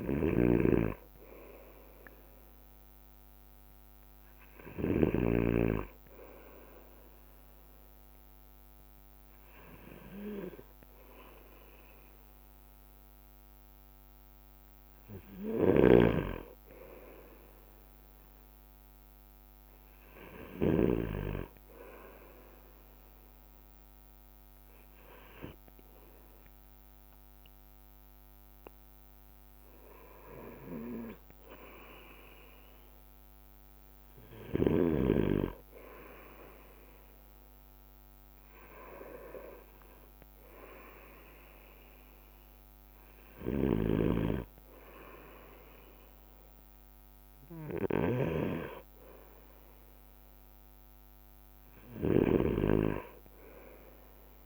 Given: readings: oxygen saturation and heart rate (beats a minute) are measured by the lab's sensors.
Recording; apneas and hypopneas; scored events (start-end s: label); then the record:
breathing in sleep by a microphone on the trachea; 1
0.00-5.50 s: snoring (device-marked)
0.00-26.00 s: bradycardia (device-marked, heart rate 55 extreme)
15.50-21.00 s: snoring (device-marked)
23.00-34.00 s: hypopnea (oxygen 93% before, 92% lowest, heart rate 57 before, 56 extreme, up 0 after)
28.00-53.00 s: bradycardia (device-marked, heart rate 60 before, 56 extreme)
38.50-43.00 s: arousal
43.50-54.45 s: snoring (device-marked)
From the record:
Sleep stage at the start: N2 (light sleep); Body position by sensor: on the right side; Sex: male